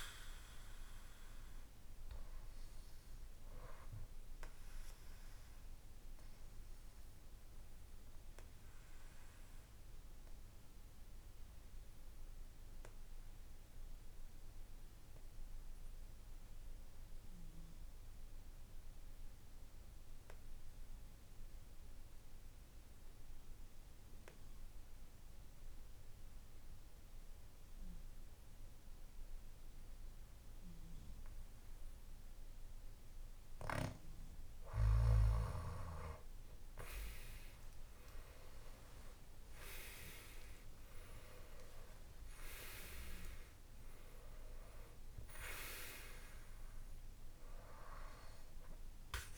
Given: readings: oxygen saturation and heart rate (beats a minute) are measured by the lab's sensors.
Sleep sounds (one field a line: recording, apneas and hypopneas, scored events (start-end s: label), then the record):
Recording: breathing in sleep by a room microphone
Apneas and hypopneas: 1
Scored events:
0.00-21.50 s: oxygen desaturation (device-marked, oxygen 89% lowest, heart rate 55 extreme)
1.50-34.00 s: obstructive apnea (oxygen 98% before, 89% lowest, heart rate 66 before, 55 extreme, up 10 after)
36.00-41.00 s: arousal
38.50-49.37 s: oxygen desaturation (device-marked, oxygen 97% before, 90% lowest, heart rate 57 before, 55 extreme)
From the record:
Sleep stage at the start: N2 (light sleep)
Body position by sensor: on the back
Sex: male